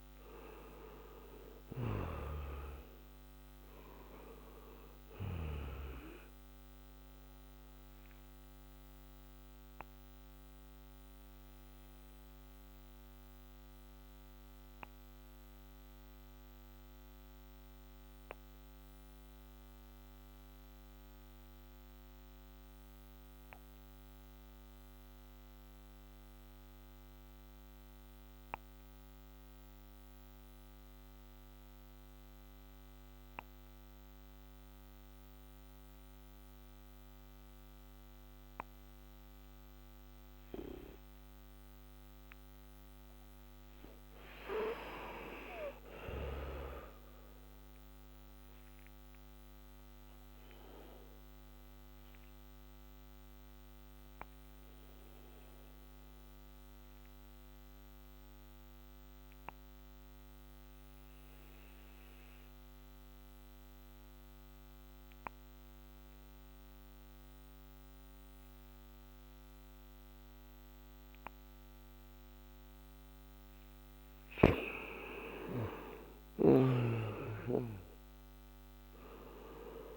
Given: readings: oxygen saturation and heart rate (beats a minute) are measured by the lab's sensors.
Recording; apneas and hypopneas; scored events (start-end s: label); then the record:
breathing in sleep by a microphone on the trachea; 2
0.00-2.50 s: arousal
0.00-27.00 s: oxygen desaturation (device-marked, oxygen 90% lowest, heart rate 56 extreme)
11.00-41.50 s: obstructive apnea (oxygen 98% before, 89% lowest, heart rate 67 before, 56 extreme, up 10 after)
44.00-47.00 s: arousal
44.00-78.00 s: oxygen desaturation (device-marked, oxygen 97% before, 89% lowest, heart rate 61 before, 55 extreme)
52.00-71.50 s: obstructive apnea (oxygen 97% before, 89% lowest, heart rate 65 before, 57 extreme, up 9 after)
75.00-79.97 s: arousal
From the record:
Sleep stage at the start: N2 (light sleep); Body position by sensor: on the back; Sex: male